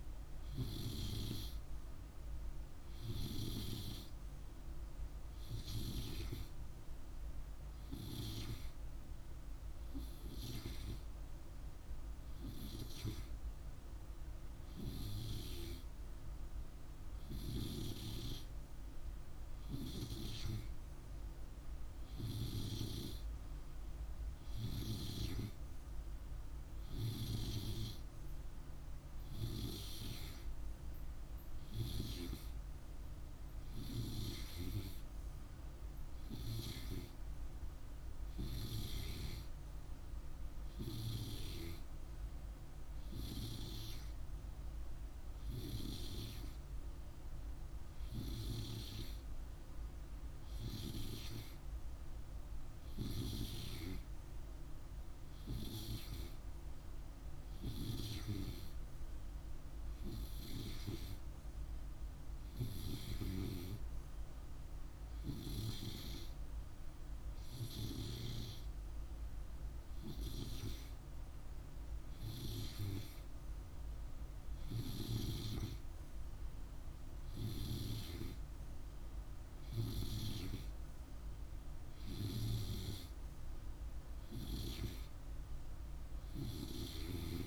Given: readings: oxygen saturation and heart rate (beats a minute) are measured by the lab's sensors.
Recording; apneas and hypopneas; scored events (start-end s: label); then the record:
breathing in sleep by a room microphone; none
none scored
From the record:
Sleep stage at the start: N2 (light sleep); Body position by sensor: on the right side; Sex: male